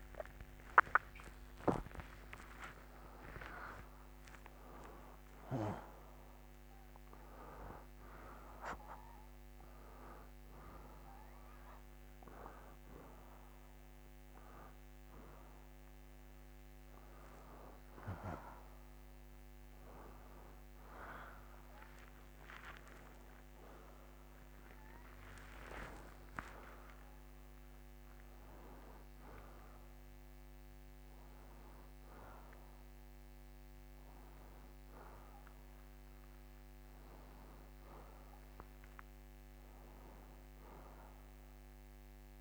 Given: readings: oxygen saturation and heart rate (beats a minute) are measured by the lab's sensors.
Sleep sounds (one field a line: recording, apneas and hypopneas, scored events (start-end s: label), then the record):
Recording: a person awake in a sleep study, by a microphone on the trachea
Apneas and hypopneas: none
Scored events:
39.00-42.41 s: new sleep stage, N2 (light sleep)
From the record:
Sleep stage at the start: awake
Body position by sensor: on the right side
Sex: male